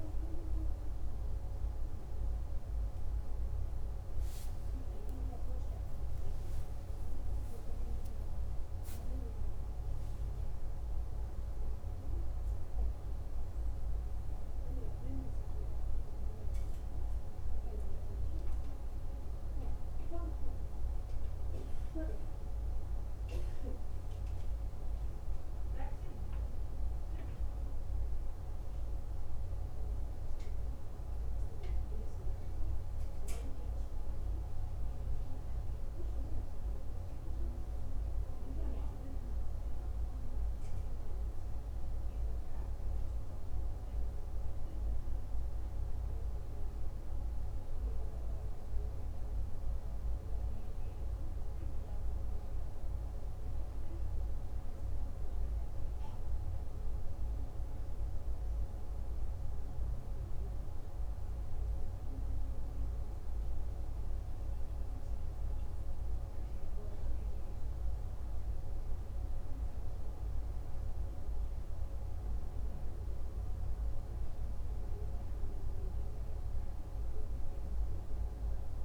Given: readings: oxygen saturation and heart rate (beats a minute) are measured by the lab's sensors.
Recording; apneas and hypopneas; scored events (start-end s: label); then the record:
a person awake in a sleep study, hard to hear, by a room microphone; none
56.00-78.85 s: new sleep stage, N1 (lightest sleep)
From the record:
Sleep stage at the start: awake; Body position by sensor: on the right side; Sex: male